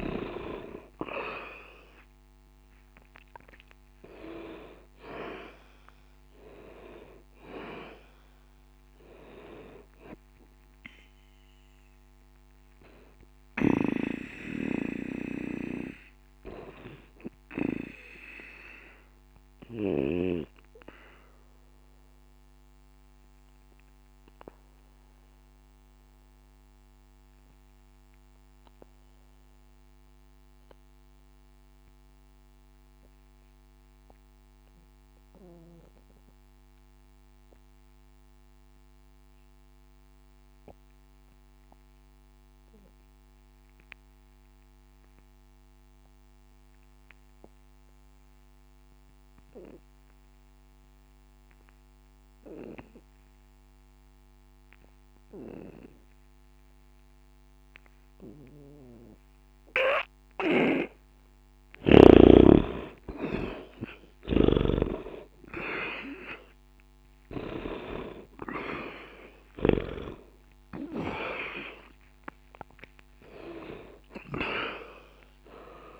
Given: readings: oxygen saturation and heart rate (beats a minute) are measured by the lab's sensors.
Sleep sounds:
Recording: breathing in sleep by a microphone on the trachea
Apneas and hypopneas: 1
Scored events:
0.00-37.50 s: oxygen desaturation (device-marked, oxygen 72% lowest, heart rate 60 extreme)
17.00-62.00 s: obstructive apnea (oxygen 93% before, 72% lowest, heart rate 60 before, 60 extreme, up 10 after)
53.50-76.00 s: oxygen desaturation (device-marked, oxygen 98% before, 72% lowest, heart rate 60 before, 60 extreme)
64.50-70.00 s: snoring (device-marked)
65.50-69.50 s: arousal
From the record:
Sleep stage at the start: N2 (light sleep)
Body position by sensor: on the back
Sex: male

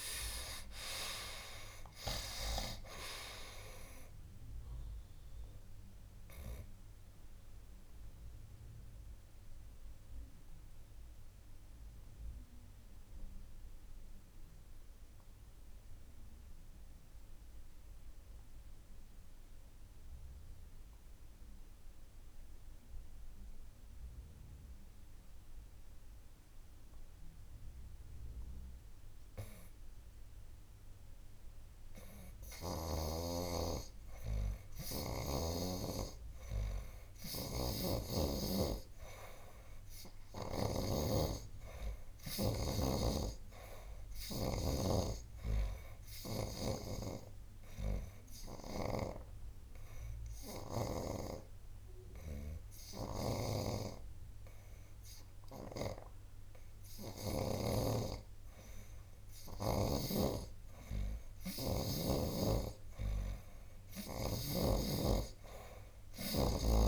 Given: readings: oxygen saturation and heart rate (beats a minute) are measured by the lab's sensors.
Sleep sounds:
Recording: breathing in sleep by a room microphone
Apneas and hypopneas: 2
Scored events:
0.00-1.50 s: arousal
0.00-28.50 s: oxygen desaturation (device-marked, oxygen 74% lowest, heart rate 56 extreme)
5.00-31.00 s: obstructive apnea (oxygen 97% before, 74% lowest, heart rate 66 before, 56 extreme, up 5 after)
32.00-36.50 s: arousal
37.50-41.00 s: snoring (device-marked)
40.50-63.50 s: oxygen desaturation (device-marked, oxygen 97% before, 76% lowest, heart rate 60 before, 61 extreme)
43.00-47.00 s: snoring (device-marked)
48.00-59.00 s: obstructive apnea (oxygen 98% before, 76% lowest, heart rate 62 before, 65 extreme, up 1 after)
49.00-53.50 s: snoring (device-marked)
55.50-60.00 s: snoring (device-marked)
62.00-66.88 s: arousal
64.50-66.88 s: snoring (device-marked)
From the record:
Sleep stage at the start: N2 (light sleep)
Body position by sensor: on the right side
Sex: male

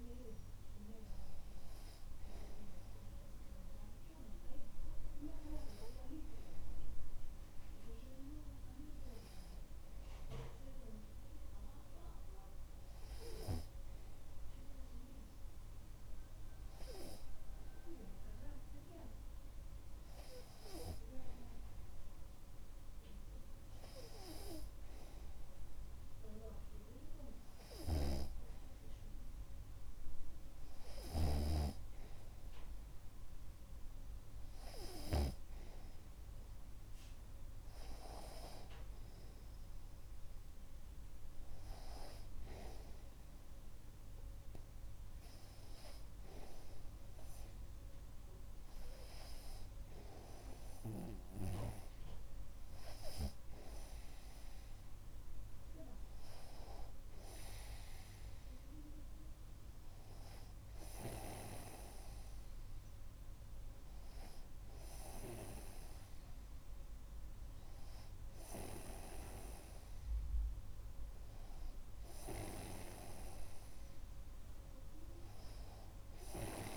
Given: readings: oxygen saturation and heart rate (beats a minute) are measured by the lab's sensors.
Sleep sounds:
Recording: breathing in sleep by a room microphone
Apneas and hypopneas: none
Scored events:
28.50-36.00 s: snoring (device-marked)
From the record:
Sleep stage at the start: N2 (light sleep)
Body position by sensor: on the right side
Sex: male

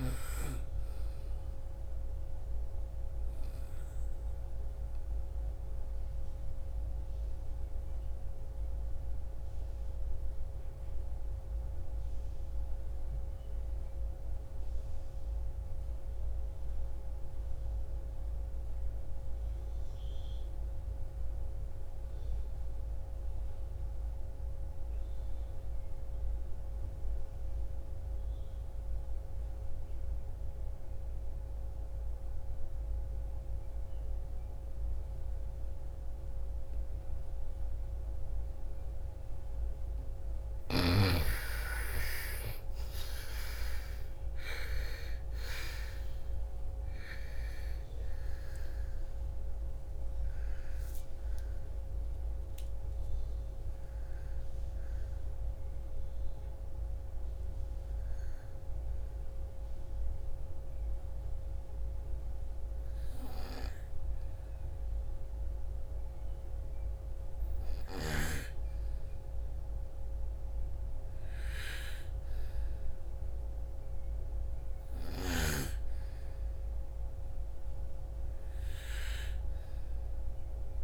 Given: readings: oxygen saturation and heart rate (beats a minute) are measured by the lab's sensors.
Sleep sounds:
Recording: breathing in sleep by a room microphone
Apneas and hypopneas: 2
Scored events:
0.00-10.50 s: oxygen desaturation (device-marked, oxygen 86% lowest, heart rate 48 extreme)
2.50-39.00 s: obstructive apnea (oxygen 98% before, 76% lowest, heart rate 63 before, 48 extreme)
24.50-66.50 s: oxygen desaturation (device-marked, oxygen 99% before, 76% lowest, heart rate 57 before, 48 extreme)
40.50-45.50 s: arousal
59.00-70.00 s: hypopnea (oxygen 94% before, 76% lowest, heart rate 83 before, 58 extreme, up 6 after)
From the record:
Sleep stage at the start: N2 (light sleep)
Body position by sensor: on the right side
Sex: female

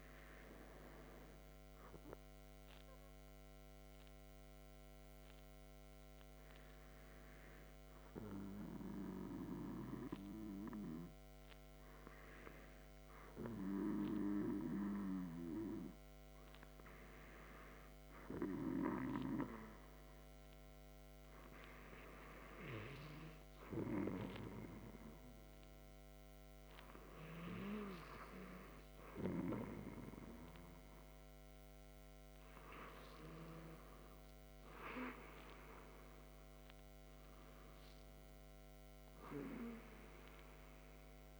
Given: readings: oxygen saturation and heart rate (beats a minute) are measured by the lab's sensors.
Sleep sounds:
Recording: breathing in sleep by a microphone on the trachea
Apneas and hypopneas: 1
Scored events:
2.50-21.00 s: hypopnea (oxygen 96% before, 95% lowest, heart rate 48 before, 45 extreme, up 3 after)
23.00-26.50 s: arousal
From the record:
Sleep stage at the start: N2 (light sleep)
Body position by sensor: on the back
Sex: male

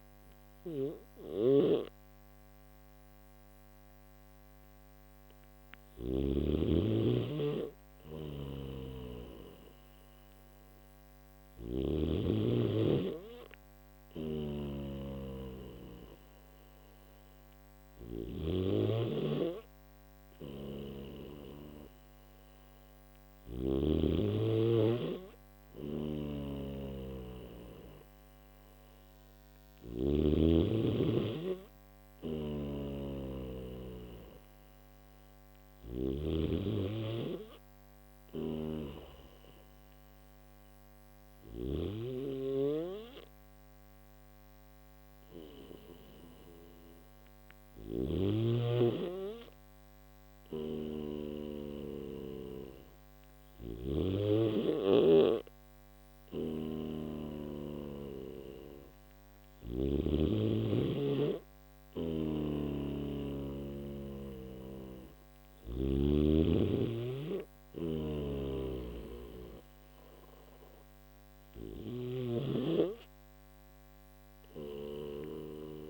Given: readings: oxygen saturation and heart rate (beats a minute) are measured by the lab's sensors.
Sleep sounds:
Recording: breathing in sleep by a microphone on the trachea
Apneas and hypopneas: none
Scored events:
0.00-5.50 s: snoring (device-marked)
7.50-11.50 s: snoring (device-marked)
13.50-18.00 s: snoring (device-marked)
20.00-23.50 s: snoring (device-marked)
25.50-29.50 s: snoring (device-marked)
31.50-35.50 s: snoring (device-marked)
34.50-75.89 s: new sleep stage, N1 (lightest sleep)
37.50-53.50 s: snoring (device-marked)
55.50-59.50 s: snoring (device-marked)
61.50-65.50 s: snoring (device-marked)
67.50-71.50 s: snoring (device-marked)
From the record:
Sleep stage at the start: N3 (deep sleep)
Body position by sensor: on the back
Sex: male

